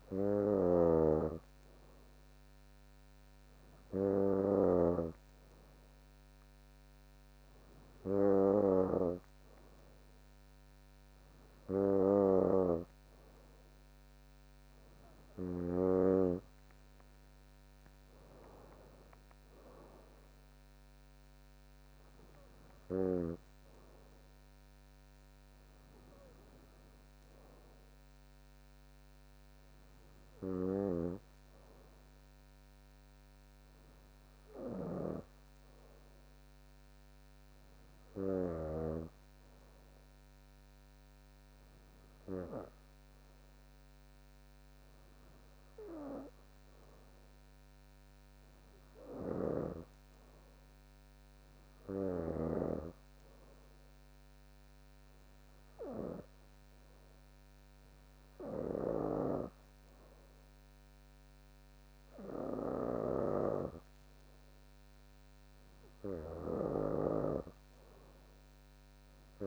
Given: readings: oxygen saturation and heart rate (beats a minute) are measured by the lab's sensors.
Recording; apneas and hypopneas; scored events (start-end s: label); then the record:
breathing in sleep by a microphone on the trachea; 1
0.00-5.00 s: snoring (device-marked)
12.50-16.00 s: snoring (device-marked)
19.50-34.50 s: oxygen desaturation (device-marked, oxygen 97% before, 94% lowest, heart rate 66 before, 61 extreme)
37.00-40.50 s: arousal
42.50-65.00 s: hypopnea (oxygen 97% before, 95% lowest, heart rate 63 before, 58 extreme, up 6 after)
59.00-69.46 s: snoring (device-marked)
From the record:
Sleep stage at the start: N2 (light sleep); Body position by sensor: on the back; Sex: female